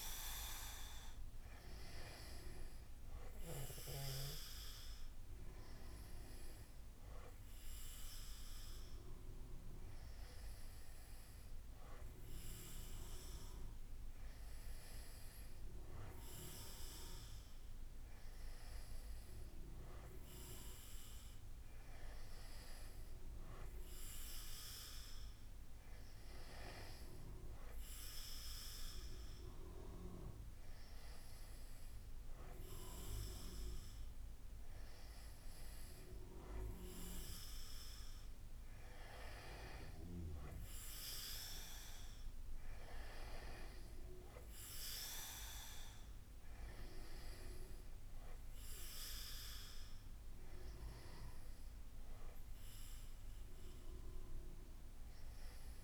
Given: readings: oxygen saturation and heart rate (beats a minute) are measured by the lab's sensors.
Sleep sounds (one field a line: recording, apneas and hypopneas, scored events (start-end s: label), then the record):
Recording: breathing in sleep by a room microphone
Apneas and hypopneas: none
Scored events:
none scored
From the record:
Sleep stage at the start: N2 (light sleep)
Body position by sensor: on the back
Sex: male